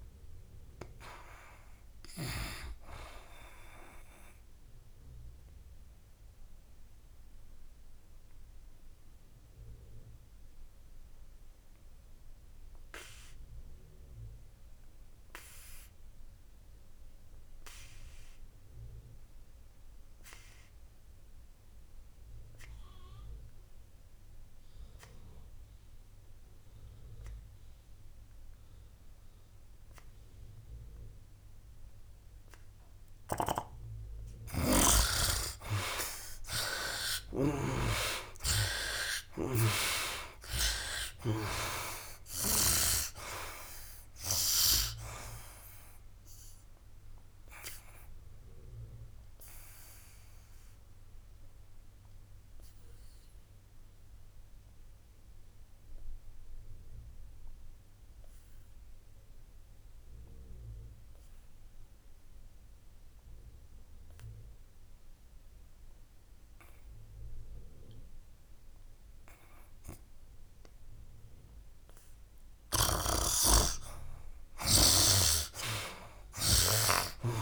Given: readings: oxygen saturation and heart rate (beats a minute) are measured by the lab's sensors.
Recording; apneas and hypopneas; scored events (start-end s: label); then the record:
breathing in sleep by a room microphone; 2
0.00-2.50 s: snoring (device-marked)
0.00-23.50 s: oxygen desaturation (device-marked, oxygen 71% lowest, heart rate 61 extreme)
5.00-33.50 s: obstructive apnea (oxygen 97% before, 71% lowest, heart rate 76 before, 61 extreme, up 15 after)
25.50-63.50 s: oxygen desaturation (device-marked, oxygen 99% before, 71% lowest, heart rate 66 before, 61 extreme)
33.00-37.50 s: snoring (device-marked)
37.00-41.50 s: arousal
46.00-72.50 s: obstructive apnea (oxygen 99% before, 71% lowest, heart rate 68 before, 61 extreme, up 13 after)
75.00-77.42 s: snoring (device-marked)
75.50-77.42 s: arousal
From the record:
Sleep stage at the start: N2 (light sleep); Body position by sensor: on the back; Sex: male